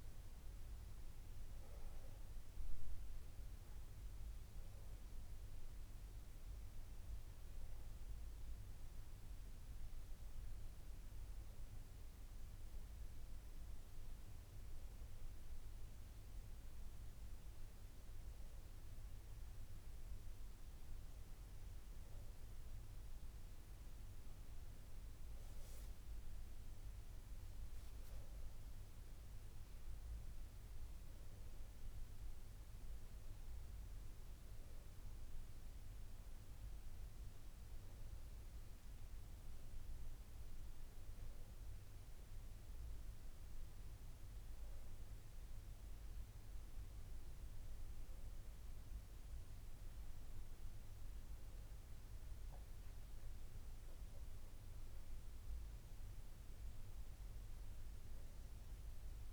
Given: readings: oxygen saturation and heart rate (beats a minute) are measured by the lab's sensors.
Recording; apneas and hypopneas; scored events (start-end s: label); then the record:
breathing in sleep, hard to hear, by a room microphone; none
1.50-59.33 s: new sleep stage, N1 (lightest sleep)
From the record:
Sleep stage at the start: N2 (light sleep); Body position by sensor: on the left side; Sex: female